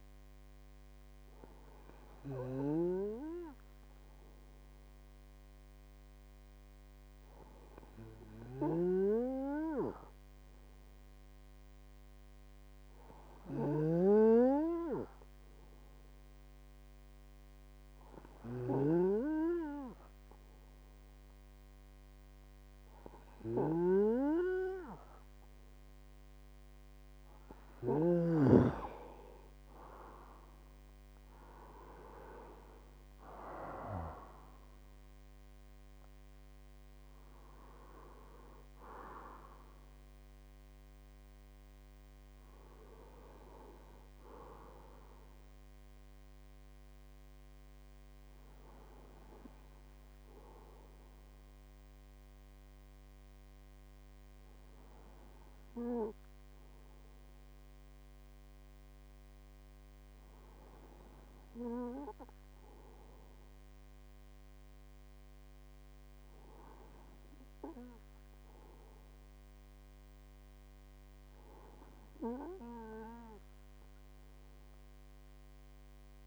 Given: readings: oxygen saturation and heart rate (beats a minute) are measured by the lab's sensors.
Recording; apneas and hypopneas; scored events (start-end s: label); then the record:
breathing in sleep by a microphone on the trachea; 1
12.00-25.00 s: hypopnea (oxygen 98% before, 95% lowest, heart rate 64 before, 55 extreme, up 7 after)
27.50-30.50 s: arousal
From the record:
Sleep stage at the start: N2 (light sleep); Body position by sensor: on the right side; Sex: male